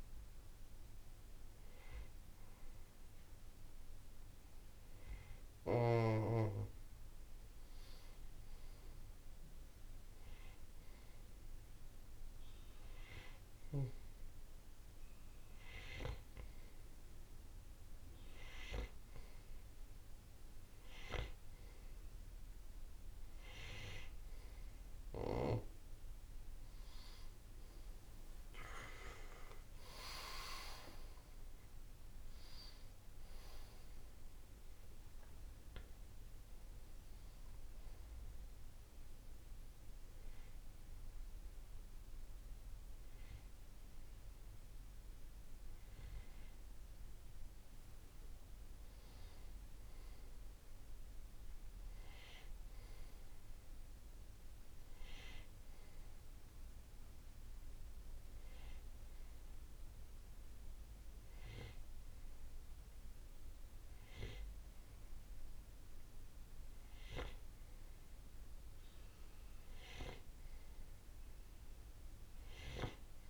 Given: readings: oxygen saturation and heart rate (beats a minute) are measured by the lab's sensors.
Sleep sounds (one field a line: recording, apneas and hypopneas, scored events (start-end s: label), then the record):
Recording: breathing in sleep by a room microphone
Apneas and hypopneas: 2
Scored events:
10.50-21.50 s: hypopnea (oxygen 97% before, 92% lowest, heart rate 65 before, 54 extreme, up 14 after)
28.50-33.50 s: arousal
38.00-50.00 s: hypopnea (oxygen 95% before, 92% lowest, heart rate 67 before, 57 extreme, up 11 after)
52.50-57.00 s: arousal
58.00-68.00 s: oxygen desaturation (device-marked, oxygen 96% before, 93% lowest, heart rate 67 before, 58 extreme)
From the record:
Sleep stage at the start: N2 (light sleep)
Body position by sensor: on the right side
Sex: male